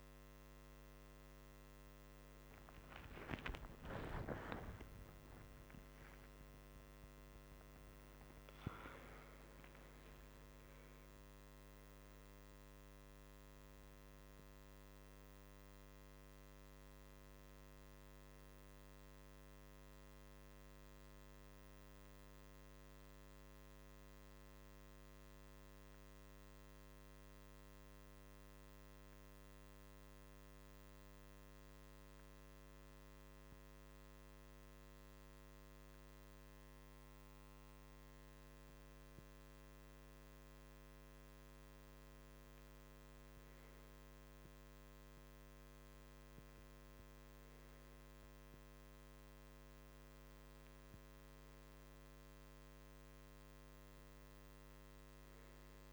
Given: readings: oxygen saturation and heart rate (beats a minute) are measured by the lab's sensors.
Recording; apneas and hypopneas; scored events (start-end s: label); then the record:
breathing in sleep, hard to hear, by a microphone on the trachea; none
none scored
From the record:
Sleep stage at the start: REM sleep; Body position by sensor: on the right side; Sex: male